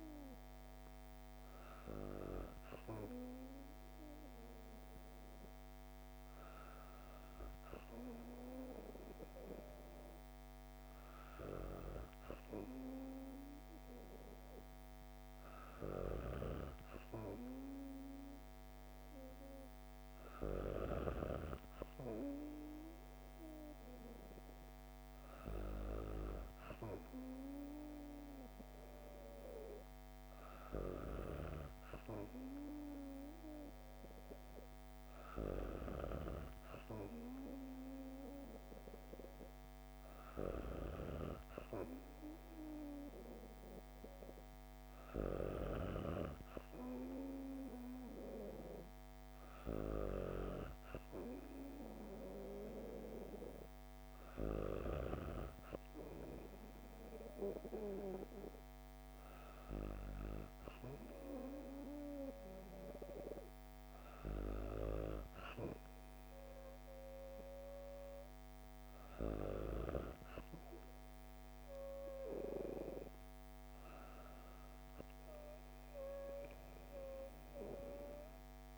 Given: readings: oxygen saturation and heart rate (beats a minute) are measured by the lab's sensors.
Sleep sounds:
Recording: breathing in sleep by a microphone on the trachea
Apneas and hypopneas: none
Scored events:
none scored
From the record:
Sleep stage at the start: N2 (light sleep)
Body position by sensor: on the back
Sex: female

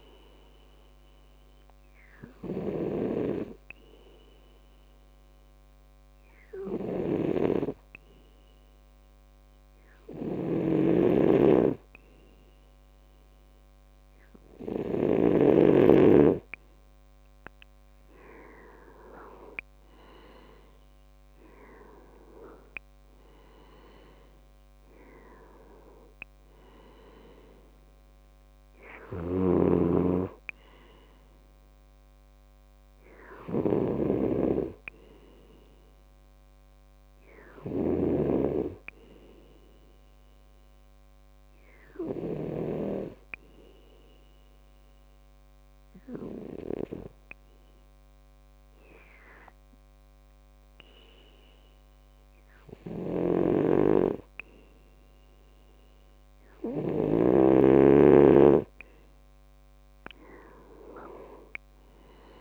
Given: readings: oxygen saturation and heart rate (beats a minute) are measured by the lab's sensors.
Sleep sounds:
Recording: breathing in sleep by a microphone on the trachea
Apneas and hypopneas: 2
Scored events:
1.50-15.50 s: hypopnea (oxygen 97% before, 93% lowest, heart rate 67 before, 65 extreme, up 6 after)
11.00-15.50 s: snoring (device-marked)
18.00-21.50 s: arousal
23.00-49.00 s: oxygen desaturation (device-marked, oxygen 97% before, 93% lowest, heart rate 67 before, 65 extreme)
44.50-57.50 s: hypopnea (oxygen 97% before, 93% lowest, heart rate 68 before, 65 extreme, up 6 after)
60.00-62.41 s: arousal
From the record:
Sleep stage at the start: N2 (light sleep)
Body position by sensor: on the left side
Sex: male

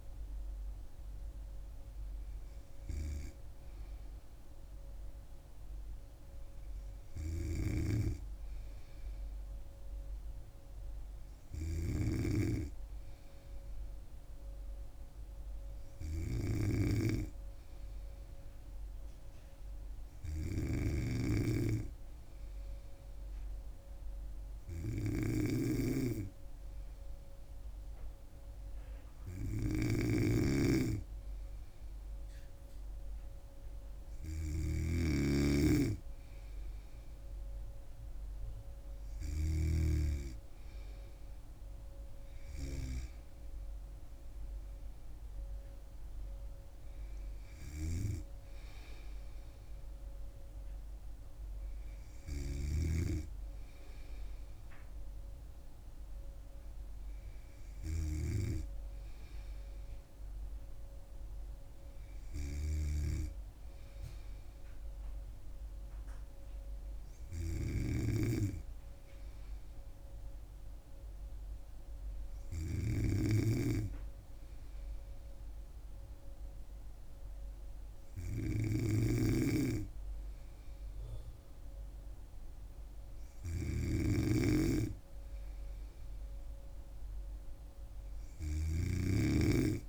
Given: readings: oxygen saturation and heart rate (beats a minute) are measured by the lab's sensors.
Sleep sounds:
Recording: breathing in sleep by a room microphone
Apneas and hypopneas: 2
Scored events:
7.50-40.00 s: snoring (device-marked)
20.00-36.00 s: hypopnea (oxygen 99% before, 95% lowest, heart rate 71 before, 68 extreme, up 3 after)
41.00-44.50 s: arousal
52.50-89.89 s: snoring (device-marked)
67.00-82.00 s: hypopnea (oxygen 98% before, 96% lowest, heart rate 70 before, 67 extreme, up 1 after)
84.00-87.50 s: arousal
From the record:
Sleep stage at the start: N2 (light sleep)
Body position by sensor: on the back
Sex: female

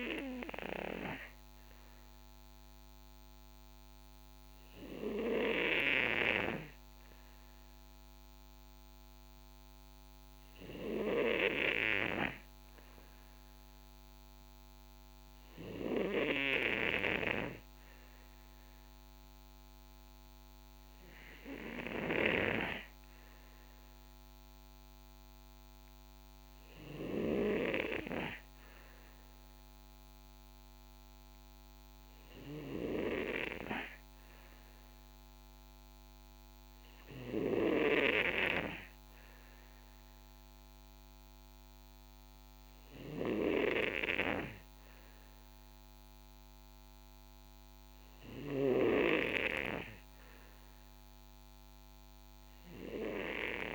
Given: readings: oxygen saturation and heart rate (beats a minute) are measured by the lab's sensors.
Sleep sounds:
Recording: breathing in sleep by a microphone on the trachea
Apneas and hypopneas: none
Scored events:
none scored
From the record:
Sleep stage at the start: N2 (light sleep)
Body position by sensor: on the back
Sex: male

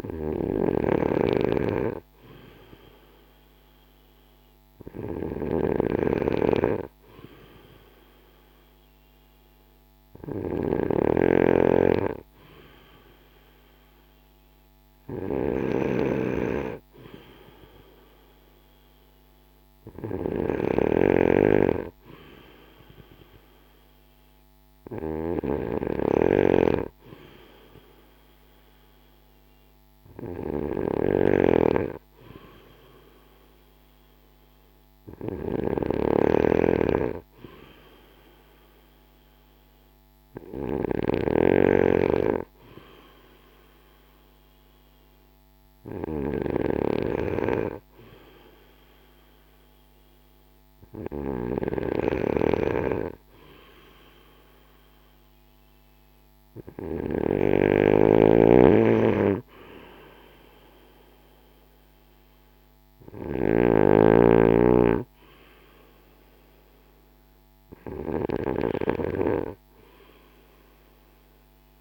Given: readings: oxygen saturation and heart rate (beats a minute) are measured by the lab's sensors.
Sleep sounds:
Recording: breathing in sleep by a microphone on the trachea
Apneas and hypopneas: none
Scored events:
0.00-40.50 s: snoring (device-marked)
57.00-63.50 s: snoring (device-marked)
From the record:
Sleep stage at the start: N2 (light sleep)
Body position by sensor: on the back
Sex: male

